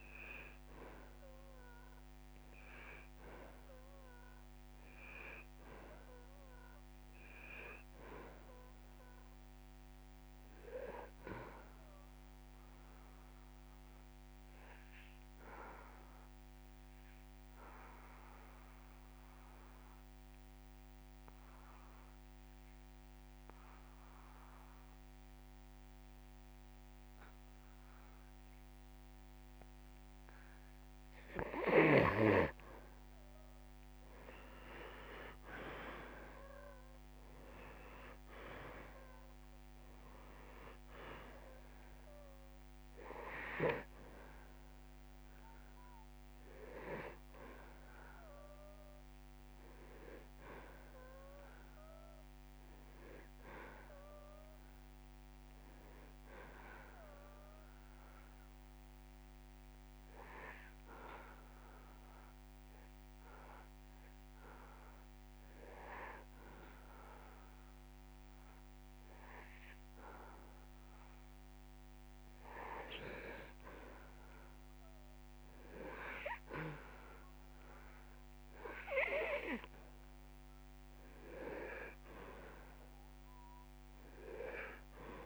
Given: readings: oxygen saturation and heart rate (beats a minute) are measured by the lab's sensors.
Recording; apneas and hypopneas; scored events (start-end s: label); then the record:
breathing in sleep by a microphone on the trachea; 2
7.00-10.50 s: arousal
14.00-31.50 s: obstructive apnea (oxygen 98% before, 85% lowest)
33.00-37.00 s: arousal
34.50-71.50 s: oxygen desaturation (device-marked, oxygen 97% before, 85% lowest)
46.50-48.50 s: long interval between heartbeats (device-marked)
58.50-71.50 s: obstructive apnea (oxygen 97% before, 85% lowest)
74.50-76.50 s: long interval between heartbeats (device-marked)
75.00-78.50 s: arousal
From the record:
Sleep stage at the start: N2 (light sleep); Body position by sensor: on the back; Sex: male